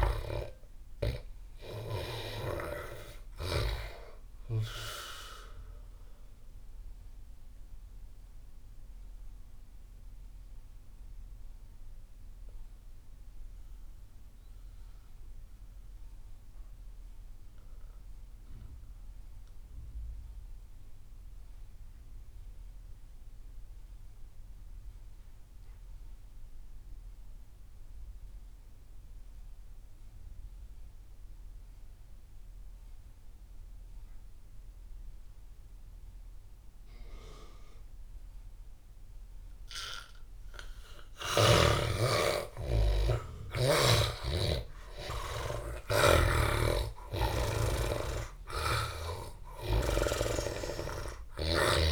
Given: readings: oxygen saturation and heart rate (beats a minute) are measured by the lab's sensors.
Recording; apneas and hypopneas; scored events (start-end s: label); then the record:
breathing in sleep by a room microphone; 1
0.00-15.00 s: oxygen desaturation (device-marked, oxygen 83% lowest)
6.00-40.50 s: mixed apnea (oxygen 98% before, 82% lowest)
35.00-51.92 s: oxygen desaturation (device-marked, oxygen 98% before, 82% lowest)
41.50-46.50 s: arousal
From the record:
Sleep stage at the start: N2 (light sleep); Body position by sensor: on the back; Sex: male